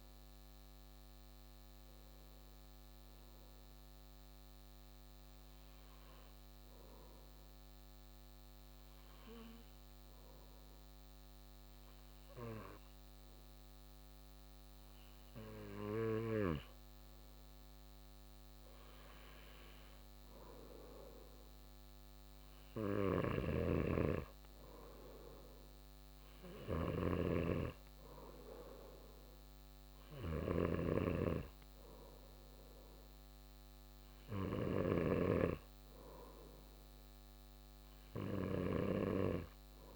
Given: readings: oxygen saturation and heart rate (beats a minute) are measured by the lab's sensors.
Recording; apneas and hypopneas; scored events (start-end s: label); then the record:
breathing in sleep by a microphone on the trachea; 1
3.50-16.00 s: hypopnea (oxygen 96% before, 94% lowest)
18.00-22.00 s: arousal
23.00-27.00 s: snoring (device-marked)
From the record:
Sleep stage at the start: N2 (light sleep); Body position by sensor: on the back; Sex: male